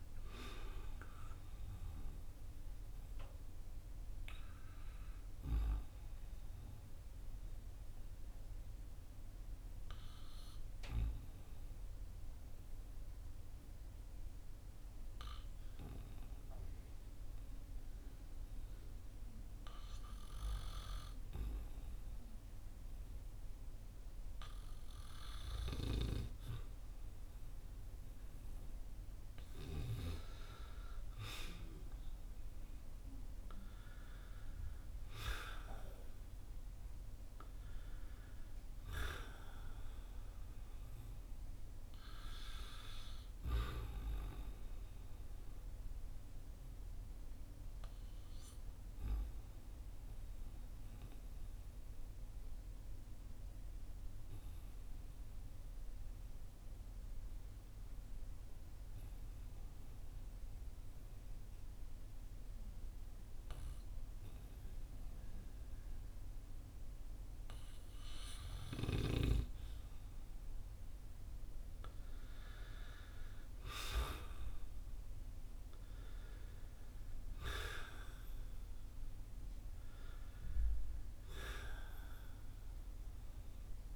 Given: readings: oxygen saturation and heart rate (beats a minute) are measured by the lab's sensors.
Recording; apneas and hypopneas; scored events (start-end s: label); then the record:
breathing in sleep by a room microphone; 2
0.00-18.50 s: oxygen desaturation (device-marked, oxygen 90% lowest, heart rate 46 extreme)
3.50-29.00 s: obstructive apnea (oxygen 97% before, 90% lowest, heart rate 57 before, 46 extreme, up 5 after)
31.00-35.50 s: arousal
33.50-60.50 s: oxygen desaturation (device-marked, oxygen 96% before, 91% lowest, heart rate 52 before, 47 extreme)
44.50-69.00 s: obstructive apnea (oxygen 96% before, 90% lowest, heart rate 56 before, 47 extreme, up 12 after)
71.00-75.00 s: arousal
76.50-83.96 s: oxygen desaturation (device-marked, oxygen 96% before, 90% lowest, heart rate 53 before, 45 extreme)
From the record:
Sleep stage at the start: N2 (light sleep); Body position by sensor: on the back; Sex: male